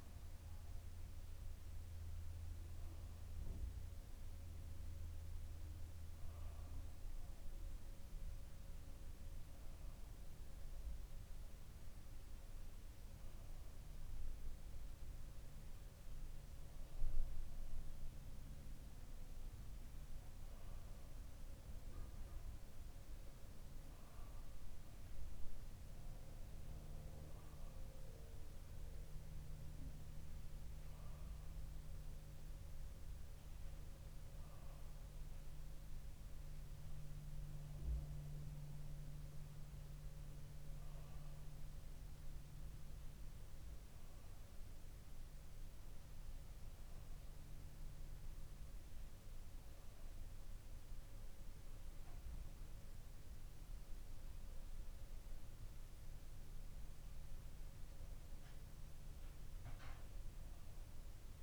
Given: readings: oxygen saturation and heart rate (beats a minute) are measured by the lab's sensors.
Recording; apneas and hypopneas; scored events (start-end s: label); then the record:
breathing in sleep, hard to hear, by a room microphone; none
none scored
From the record:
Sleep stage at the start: N2 (light sleep); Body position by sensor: on the back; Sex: male